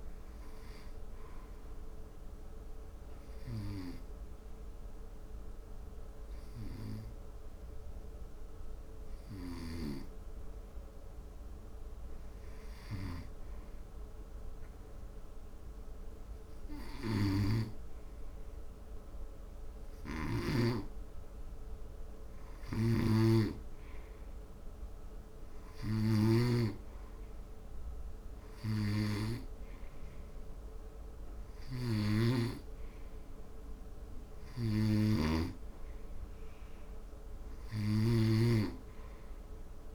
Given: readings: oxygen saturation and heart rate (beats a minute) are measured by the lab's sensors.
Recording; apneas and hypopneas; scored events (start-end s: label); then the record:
breathing in sleep by a room microphone; 1
1.50-18.50 s: hypopnea (oxygen 95% before, 90% lowest, heart rate 78 before, 68 extreme, up 7 after)
19.50-24.00 s: arousal
22.00-31.00 s: oxygen desaturation (device-marked, oxygen 96% before, 92% lowest, heart rate 75 before, 68 extreme)
37.00-39.94 s: oxygen desaturation (device-marked, oxygen 93% before, 90% lowest, heart rate 73 before, 73 extreme)
From the record:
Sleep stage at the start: N2 (light sleep); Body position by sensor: on the front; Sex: male